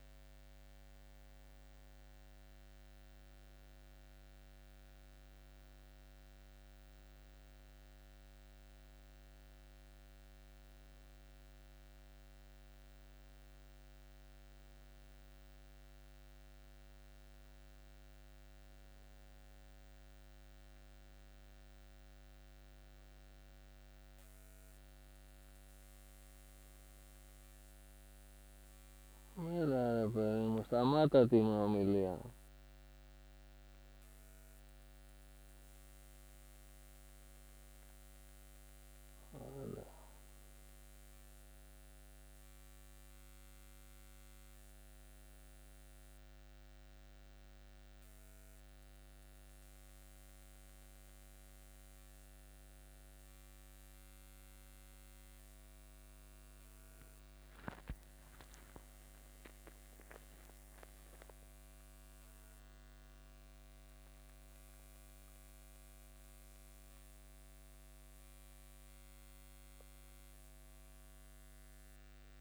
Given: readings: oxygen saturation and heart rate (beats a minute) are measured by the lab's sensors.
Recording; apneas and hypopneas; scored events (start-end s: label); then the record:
breathing in sleep by a microphone on the trachea; none
56.00-72.41 s: new sleep stage, N1 (lightest sleep)
57.50-60.50 s: arousal
From the record:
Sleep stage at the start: N2 (light sleep); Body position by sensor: upright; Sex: male